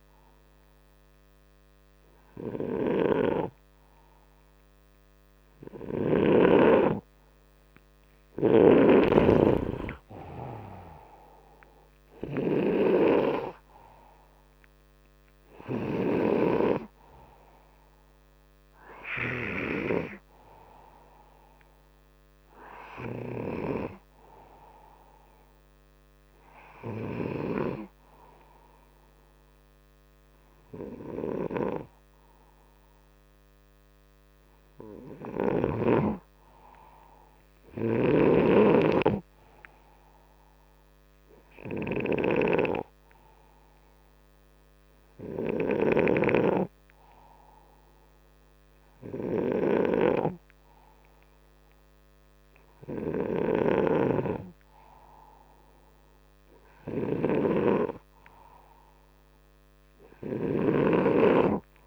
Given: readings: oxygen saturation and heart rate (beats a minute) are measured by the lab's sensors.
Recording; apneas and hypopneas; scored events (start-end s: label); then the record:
breathing in sleep by a microphone on the trachea; none
8.00-16.00 s: snoring (device-marked)
9.50-21.50 s: oxygen desaturation (device-marked, oxygen 97% before, 93% lowest, heart rate 63 before, 60 extreme)
37.50-61.87 s: snoring (device-marked)
59.50-61.87 s: oxygen desaturation (device-marked, oxygen 97% before, 92% lowest, heart rate 65 before, 62 extreme)
From the record:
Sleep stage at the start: N2 (light sleep); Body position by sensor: upright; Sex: male